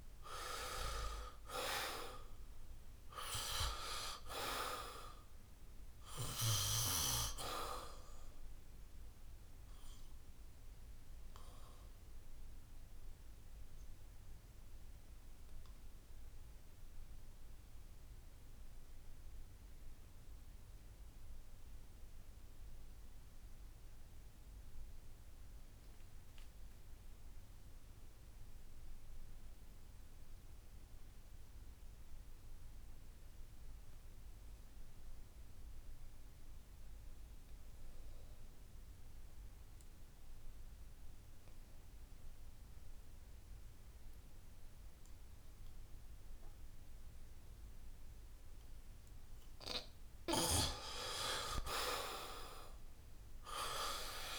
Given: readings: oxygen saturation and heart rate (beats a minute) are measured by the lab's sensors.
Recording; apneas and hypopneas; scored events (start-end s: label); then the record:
breathing in sleep by a room microphone; 1
0.00-24.50 s: oxygen desaturation (device-marked, oxygen 74% lowest, heart rate 66 extreme)
10.50-50.00 s: obstructive apnea (oxygen 95% before, 73% lowest, heart rate 74 before, 66 extreme, up 8 after)
30.50-32.50 s: long interval between heartbeats (device-marked, heart rate 69 before, 70 extreme)
40.50-54.39 s: oxygen desaturation (device-marked, oxygen 94% before, 73% lowest, heart rate 70 before, 66 extreme)
52.00-54.39 s: arousal
From the record:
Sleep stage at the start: N2 (light sleep); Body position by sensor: on the back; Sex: male